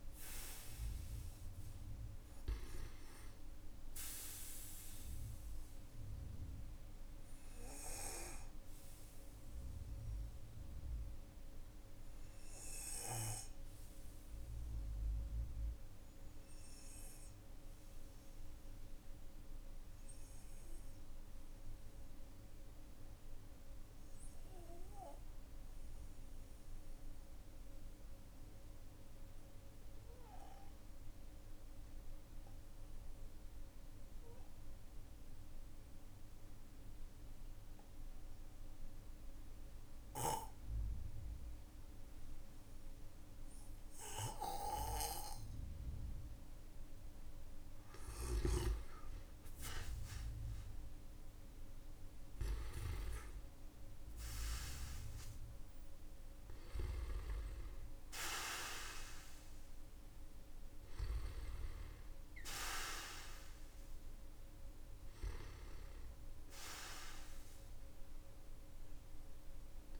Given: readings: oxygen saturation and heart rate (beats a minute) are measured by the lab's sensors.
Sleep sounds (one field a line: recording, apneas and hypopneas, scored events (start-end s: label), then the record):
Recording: breathing in sleep by a room microphone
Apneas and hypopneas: 1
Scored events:
0.50-5.00 s: arousal
3.00-27.00 s: oxygen desaturation (device-marked, oxygen 98% before, 95% lowest, heart rate 52 before, 40 extreme)
6.50-46.00 s: obstructive apnea (oxygen 99% before, 90% lowest, heart rate 51 before, 40 extreme, up 12 after)
41.00-55.00 s: oxygen desaturation (device-marked, oxygen 97% before, 94% lowest, heart rate 50 before, 41 extreme)
49.00-54.50 s: arousal
61.00-69.99 s: oxygen desaturation (device-marked, oxygen 95% before, 92% lowest, heart rate 56 before, 41 extreme)
From the record:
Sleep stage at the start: N2 (light sleep)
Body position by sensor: on the back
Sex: male